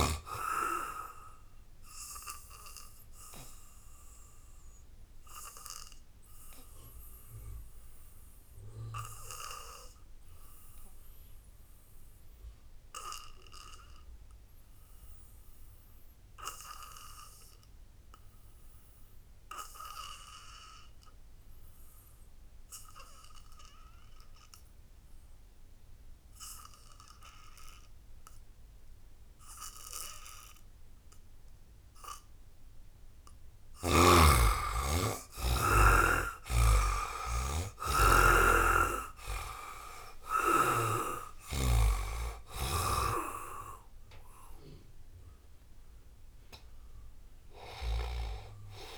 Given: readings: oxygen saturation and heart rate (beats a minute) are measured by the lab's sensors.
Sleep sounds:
breathing in sleep by a room microphone; 1
0.00-11.00 s: oxygen desaturation (device-marked, oxygen 71% lowest, heart rate 66 extreme)
2.00-32.00 s: obstructive apnea (oxygen 98% before, 71% lowest, heart rate 74 before, 66 extreme, up 7 after)
22.00-48.97 s: oxygen desaturation (device-marked, oxygen 98% before, 71% lowest, heart rate 79 before, 66 extreme)
33.50-38.00 s: arousal
38.00-41.50 s: snoring (device-marked)
From the record:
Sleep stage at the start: N2 (light sleep); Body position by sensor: on the back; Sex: male

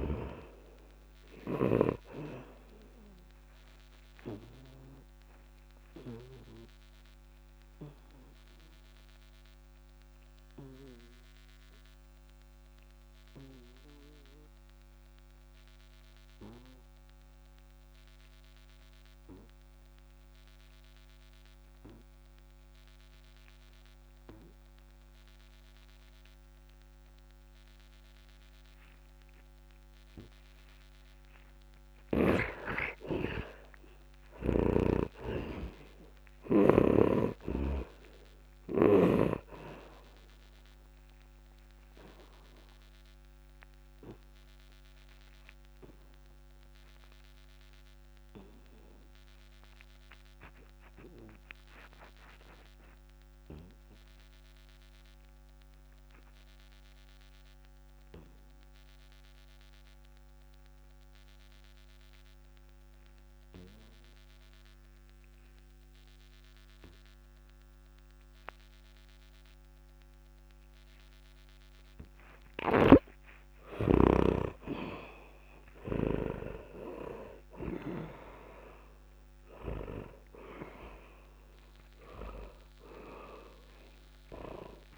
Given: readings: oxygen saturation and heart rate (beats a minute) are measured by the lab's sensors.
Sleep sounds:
breathing in sleep by a microphone on the trachea; 2
0.00-2.00 s: snoring (device-marked)
0.00-19.00 s: oxygen desaturation (device-marked, oxygen 72% lowest, heart rate 52 extreme)
3.50-30.50 s: obstructive apnea (oxygen 99% before, 72% lowest, heart rate 55 before, 52 extreme, up 6 after)
26.00-58.00 s: oxygen desaturation (device-marked, oxygen 99% before, 74% lowest, heart rate 67 before, 47 extreme)
32.50-36.50 s: arousal
41.00-72.50 s: obstructive apnea (oxygen 99% before, 70% lowest, heart rate 57 before, 47 extreme, up 10 after)
70.00-84.98 s: oxygen desaturation (device-marked, oxygen 98% before, 70% lowest, heart rate 60 before, 45 extreme)
74.00-78.00 s: arousal
From the record:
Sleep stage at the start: N2 (light sleep); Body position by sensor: on the back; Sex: male

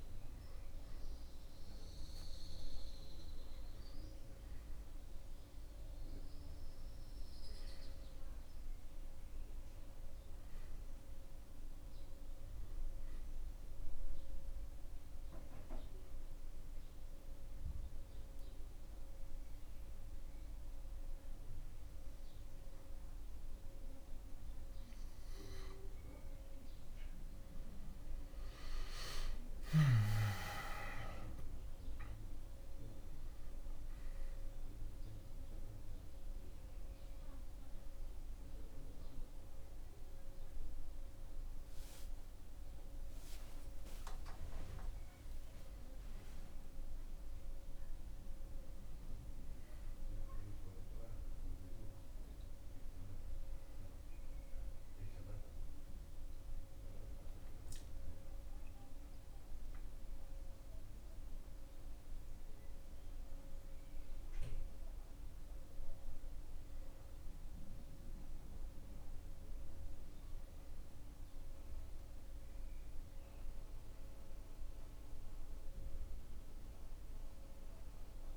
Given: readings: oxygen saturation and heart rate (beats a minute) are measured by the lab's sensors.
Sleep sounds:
breathing in sleep by a room microphone; 1
0.00-6.00 s: oxygen desaturation (device-marked, oxygen 93% lowest, heart rate 76 extreme)
8.00-11.50 s: arousal
14.00-26.00 s: obstructive apnea (oxygen 97% before, 91% lowest)
29.00-32.00 s: arousal
48.00-67.00 s: oxygen desaturation (device-marked, oxygen 94% before, 91% lowest)
From the record:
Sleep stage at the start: N2 (light sleep); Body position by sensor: on the back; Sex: male

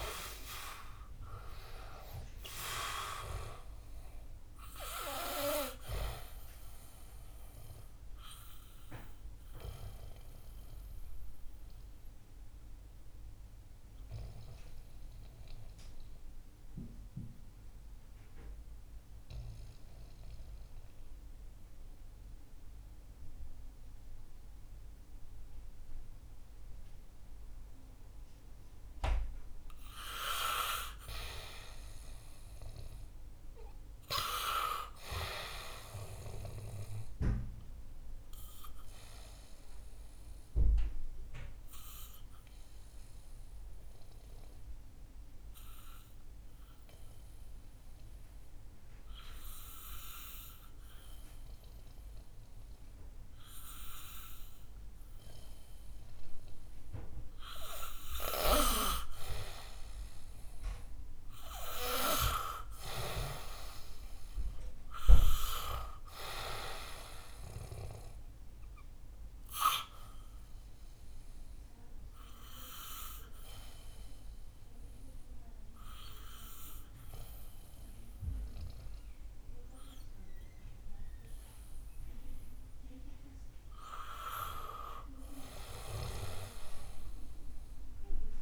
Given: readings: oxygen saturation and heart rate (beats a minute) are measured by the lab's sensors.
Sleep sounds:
breathing in sleep by a room microphone; 3
0.00-1.00 s: arousal
0.00-27.50 s: oxygen desaturation (device-marked, oxygen 87% lowest, heart rate 62 extreme)
8.00-27.50 s: obstructive apnea (oxygen 99% before, 87% lowest, heart rate 69 before, 62 extreme, up 2 after)
31.50-35.00 s: arousal
38.50-58.50 s: obstructive apnea (oxygen 99% before, 91% lowest, heart rate 66 before, 62 extreme, up 8 after)
54.50-60.50 s: oxygen desaturation (device-marked, oxygen 95% before, 92% lowest, heart rate 64 before, 64 extreme)
60.00-64.50 s: arousal
69.50-83.00 s: hypopnea (oxygen 96% before, 89% lowest, heart rate 66 before, 61 extreme, up 4 after)
85.00-88.00 s: arousal
From the record:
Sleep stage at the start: N2 (light sleep); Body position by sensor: on the back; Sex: male

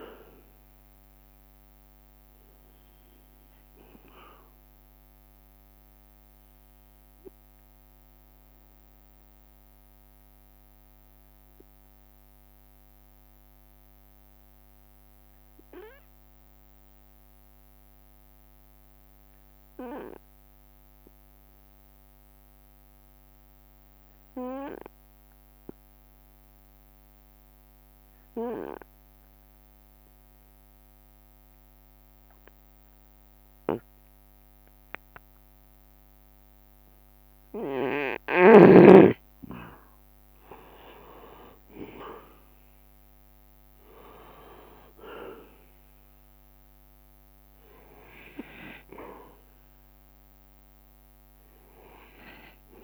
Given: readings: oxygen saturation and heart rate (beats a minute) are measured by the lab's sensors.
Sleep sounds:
breathing in sleep by a microphone on the trachea; 1
0.00-5.00 s: drop in pulse transit time (device-marked, heart rate 66 extreme)
0.00-20.00 s: oxygen desaturation (device-marked, oxygen 92% lowest, heart rate 65 extreme)
3.50-38.00 s: obstructive apnea (oxygen 98% before, 90% lowest, heart rate 70 before, 65 extreme, up 5 after)
37.00-52.84 s: oxygen desaturation (device-marked, oxygen 97% before, 90% lowest, heart rate 66 before, 64 extreme)
39.00-44.50 s: leg movement (device-marked)
40.50-44.00 s: arousal
41.00-52.00 s: drop in pulse transit time (device-marked, heart rate 67 before, 68 extreme)
From the record:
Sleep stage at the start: N2 (light sleep); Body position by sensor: on the right side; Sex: male

